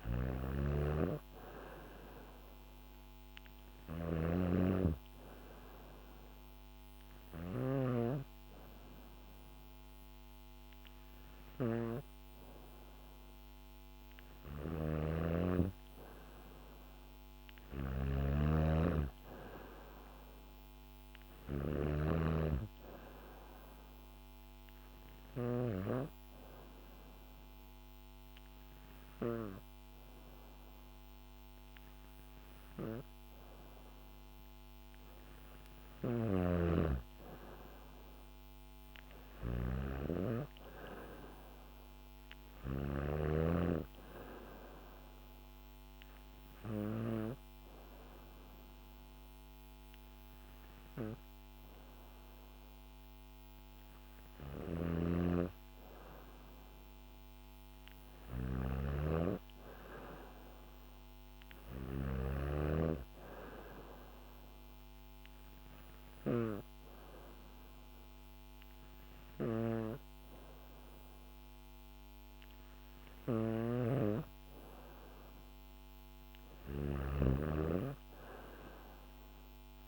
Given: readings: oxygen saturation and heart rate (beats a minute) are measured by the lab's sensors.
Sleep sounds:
breathing in sleep by a microphone on the trachea; 4
0.00-7.00 s: snoring (device-marked)
3.50-14.50 s: hypopnea (oxygen 94% before, 92% lowest, heart rate 71 before, 68 extreme, up 1 after)
14.00-25.00 s: snoring (device-marked)
16.00-19.00 s: arousal
23.50-34.00 s: hypopnea (oxygen 95% before, 92% lowest, heart rate 72 before, 68 extreme, up 1 after)
35.00-42.50 s: snoring (device-marked)
37.50-41.00 s: arousal
44.50-55.50 s: hypopnea (oxygen 95% before, 92% lowest, heart rate 70 before, 69 extreme, up 0 after)
54.00-61.50 s: snoring (device-marked)
57.50-61.00 s: arousal
64.50-75.00 s: hypopnea (oxygen 95% before, 92% lowest, heart rate 71 before, 69 extreme, up 2 after)
72.50-79.88 s: snoring (device-marked)
77.50-79.88 s: arousal
From the record:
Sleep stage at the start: N3 (deep sleep); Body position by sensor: on the back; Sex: female

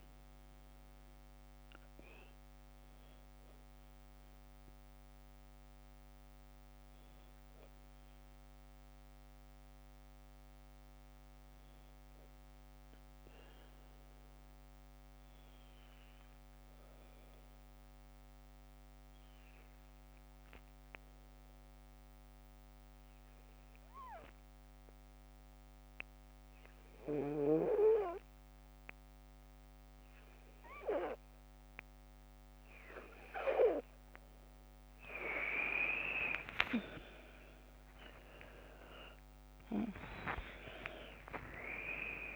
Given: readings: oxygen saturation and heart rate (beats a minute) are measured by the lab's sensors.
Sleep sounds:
breathing in sleep by a microphone on the trachea; 1
0.00-10.00 s: oxygen desaturation (device-marked, oxygen 92% lowest, heart rate 49 extreme)
11.50-15.00 s: arousal
18.00-31.50 s: obstructive apnea (oxygen 100% before, 92% lowest, heart rate 50 before, 47 extreme, up 4 after)
24.00-42.36 s: oxygen desaturation (device-marked, oxygen 100% before, 94% lowest, heart rate 50 before, 46 extreme)
36.00-40.50 s: arousal
From the record:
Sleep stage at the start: N2 (light sleep); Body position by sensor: on the left side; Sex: female

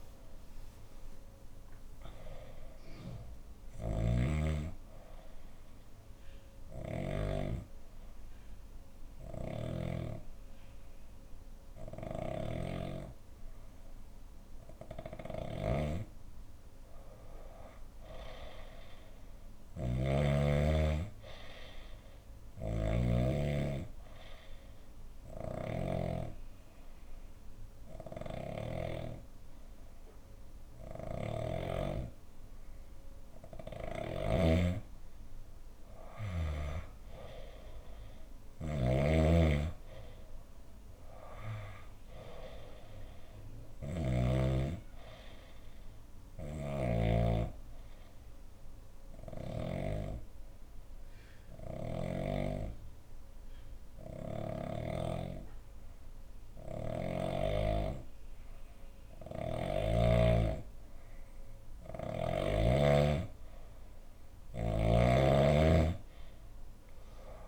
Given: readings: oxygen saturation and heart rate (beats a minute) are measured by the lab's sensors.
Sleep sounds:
breathing in sleep by a room microphone; 3
0.00-1.00 s: arousal
1.50-13.50 s: oxygen desaturation (device-marked, oxygen 97% before, 90% lowest, heart rate 66 before, 56 extreme)
3.50-7.00 s: snoring (device-marked)
4.50-14.50 s: obstructive apnea (oxygen 97% before, 90% lowest, heart rate 67 before, 56 extreme, up 10 after)
6.50-13.50 s: bradycardia (device-marked, heart rate 83 before, 56 extreme)
11.50-25.50 s: snoring (device-marked)
16.50-20.00 s: arousal
23.00-34.00 s: obstructive apnea (oxygen 97% before, 90% lowest, heart rate 65 before, 62 extreme, up 7 after)
25.50-31.50 s: oxygen desaturation (device-marked, oxygen 97% before, 93% lowest, heart rate 63 before, 63 extreme)
27.50-31.00 s: snoring (device-marked)
35.50-40.50 s: arousal
38.00-49.50 s: snoring (device-marked)
41.50-54.50 s: oxygen desaturation (device-marked, oxygen 95% before, 91% lowest, heart rate 66 before, 62 extreme)
46.50-61.50 s: obstructive apnea (oxygen 97% before, 90% lowest, heart rate 67 before, 58 extreme, up 10 after)
64.50-67.48 s: oxygen desaturation (device-marked, oxygen 96% before, 90% lowest, heart rate 65 before, 58 extreme)
From the record:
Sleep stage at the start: N2 (light sleep); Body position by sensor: on the left side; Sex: female

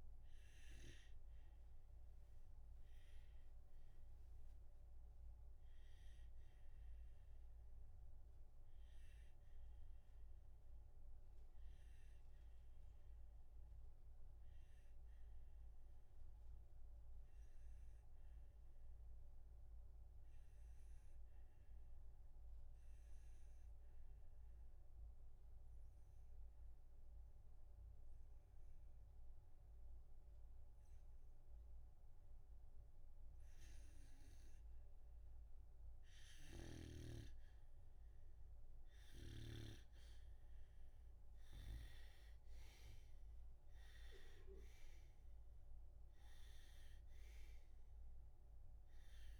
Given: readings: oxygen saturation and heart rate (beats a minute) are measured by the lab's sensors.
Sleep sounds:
breathing in sleep by a room microphone; 1
2.50-6.00 s: arousal
10.50-34.00 s: obstructive apnea (oxygen 96% before, 90% lowest, heart rate 64 before, 61 extreme, up 9 after)
33.50-49.39 s: oxygen desaturation (device-marked, oxygen 96% before, 90% lowest, heart rate 63 before, 60 extreme)
37.00-41.00 s: arousal
From the record:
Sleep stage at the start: N2 (light sleep); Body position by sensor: on the back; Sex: male

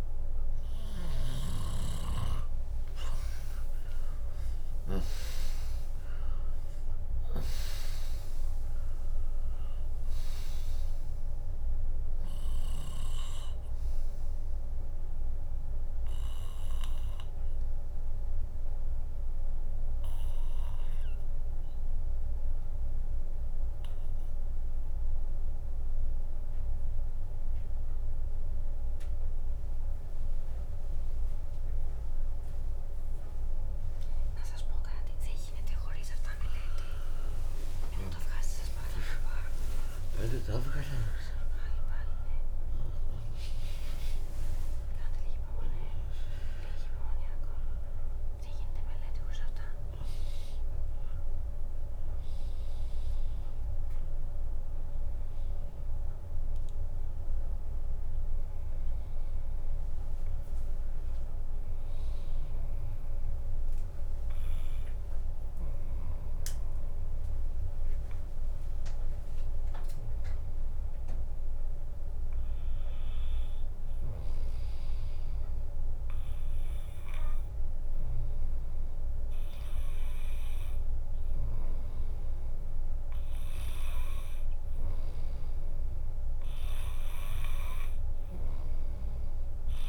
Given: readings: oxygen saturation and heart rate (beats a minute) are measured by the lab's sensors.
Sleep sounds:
breathing in sleep by a room microphone; none
2.00-6.50 s: arousal
2.50-28.50 s: oxygen desaturation (device-marked, oxygen 100% before, 94% lowest, heart rate 70 before, 38 extreme)
6.50-17.50 s: drop in pulse transit time (device-marked, heart rate 67 before, 70 extreme)
35.50-41.00 s: arousal
37.50-44.50 s: tachycardia (device-marked, heart rate 70 before, 133 extreme)
39.50-41.50 s: long interval between heartbeats (device-marked, heart rate 75 before, 87 extreme)
40.50-52.50 s: drop in pulse transit time (device-marked, heart rate 75 before, 38 extreme)
42.50-44.50 s: long interval between heartbeats (device-marked, heart rate 79 before, 133 extreme)
46.50-57.50 s: bradycardia (device-marked, heart rate 70 before, 28 extreme)
50.50-52.50 s: long interval between heartbeats (device-marked, heart rate 87 before, 38 extreme)
57.00-59.00 s: long interval between heartbeats (device-marked, heart rate 75 before, 28 extreme)
61.00-63.00 s: long interval between heartbeats (device-marked, heart rate 70 before, 75 extreme)
61.50-63.50 s: tachycardia (device-marked, heart rate 70 before, 77 extreme)
66.50-68.50 s: long interval between heartbeats (device-marked, heart rate 59 before, 98 extreme)
75.50-89.89 s: bradycardia (device-marked, heart rate 70 before, 58 extreme)
87.50-89.89 s: oxygen desaturation (device-marked, oxygen 99% before, 95% lowest, heart rate 70 before, 57 extreme)
From the record:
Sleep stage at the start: N2 (light sleep); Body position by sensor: on the back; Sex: female

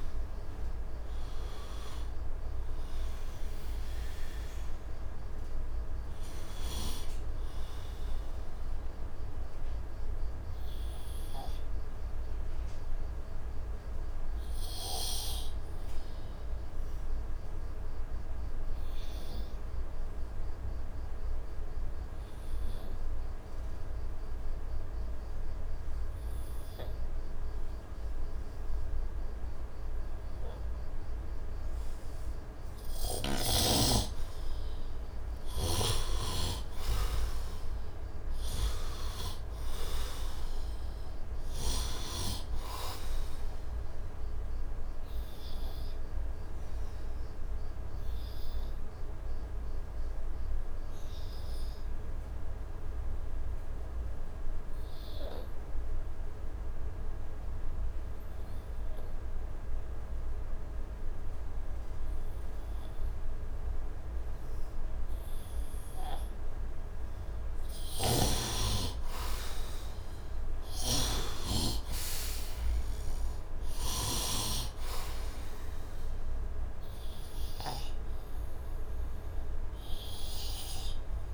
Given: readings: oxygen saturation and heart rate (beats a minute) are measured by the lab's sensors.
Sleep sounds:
breathing in sleep by a room microphone; 2
0.00-24.00 s: oxygen desaturation (device-marked, oxygen 64% lowest, heart rate 67 extreme)
8.00-31.00 s: obstructive apnea (oxygen 91% before, 64% lowest, heart rate 82 before, 71 extreme, up 28 after)
32.00-36.00 s: arousal
35.00-58.00 s: oxygen desaturation (device-marked, oxygen 100% before, 76% lowest, heart rate 74 before, 71 extreme)
42.50-66.00 s: obstructive apnea (oxygen 100% before, 76% lowest, heart rate 82 before, 71 extreme, up 9 after)
60.00-81.34 s: oxygen desaturation (device-marked, oxygen 100% before, 77% lowest, heart rate 77 before, 73 extreme)
67.50-74.00 s: snoring (device-marked)
69.00-73.00 s: arousal
From the record:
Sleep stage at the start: N2 (light sleep); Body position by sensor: on the right side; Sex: male

